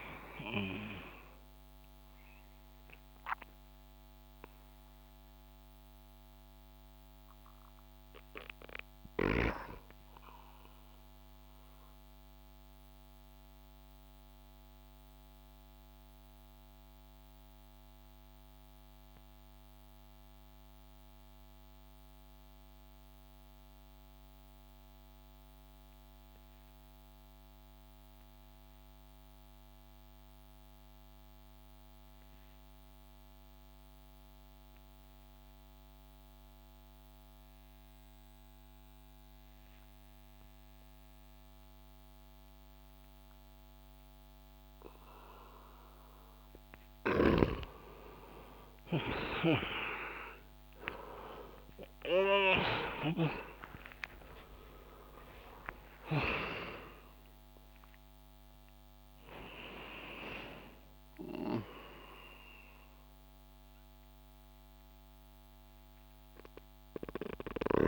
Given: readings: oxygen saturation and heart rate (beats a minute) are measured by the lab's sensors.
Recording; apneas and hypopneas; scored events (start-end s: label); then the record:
breathing in sleep by a microphone on the trachea; 1
0.00-16.50 s: oxygen desaturation (device-marked, oxygen 84% lowest)
11.50-47.00 s: mixed apnea (oxygen 92% before, 85% lowest)
33.50-67.88 s: oxygen desaturation (device-marked, oxygen 98% before, 88% lowest)
49.00-53.00 s: snoring (device-marked)
54.00-60.00 s: arousal
From the record:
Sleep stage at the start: N2 (light sleep); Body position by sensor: on the back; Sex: male